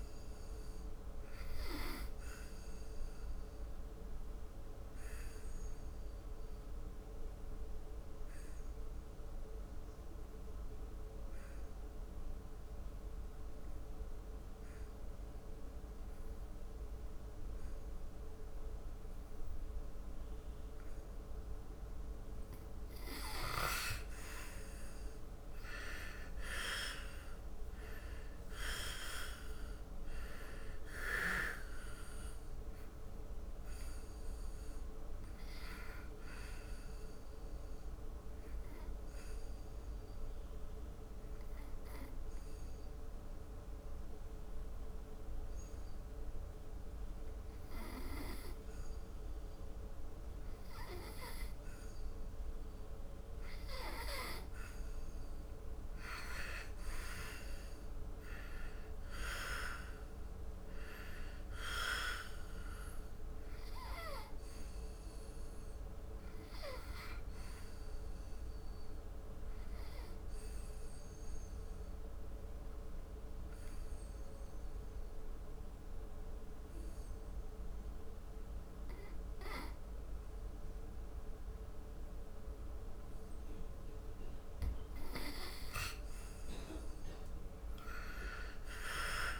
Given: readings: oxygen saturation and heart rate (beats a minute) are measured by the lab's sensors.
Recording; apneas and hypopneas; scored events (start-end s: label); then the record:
breathing in sleep by a room microphone; 3
0.00-15.50 s: oxygen desaturation (device-marked, oxygen 85% lowest, heart rate 70 extreme)
2.00-21.00 s: obstructive apnea (oxygen 99% before, 83% lowest, heart rate 76 before, 70 extreme, up 9 after)
17.50-48.50 s: oxygen desaturation (device-marked, oxygen 98% before, 83% lowest, heart rate 74 before, 71 extreme)
24.50-29.00 s: arousal
36.00-54.00 s: obstructive apnea (oxygen 98% before, 83% lowest, heart rate 75 before, 73 extreme, up 6 after)
56.50-61.00 s: arousal
57.50-77.50 s: oxygen desaturation (device-marked, oxygen 98% before, 90% lowest, heart rate 76 before, 72 extreme)
69.50-83.00 s: obstructive apnea (oxygen 98% before, 85% lowest, heart rate 77 before, 72 extreme, up 5 after)
86.50-89.40 s: oxygen desaturation (device-marked, oxygen 97% before, 86% lowest, heart rate 75 before, 73 extreme)
87.00-89.40 s: arousal
From the record:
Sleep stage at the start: N2 (light sleep); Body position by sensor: on the back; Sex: male